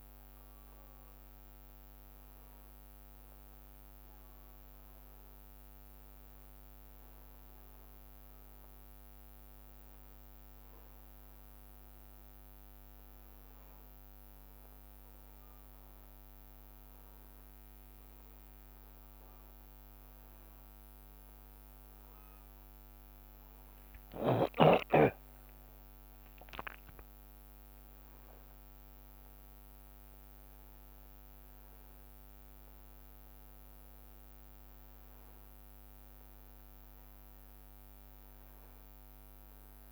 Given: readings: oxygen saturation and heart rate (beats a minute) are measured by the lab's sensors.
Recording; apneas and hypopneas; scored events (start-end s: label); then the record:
a person awake in a sleep study, hard to hear, by a microphone on the trachea; none
11.50-14.50 s: leg movement (device-marked)
24.00-30.00 s: leg movement (device-marked)
25.00-39.92 s: new sleep stage, N1 (lightest sleep)
From the record:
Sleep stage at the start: awake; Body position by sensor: on the back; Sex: male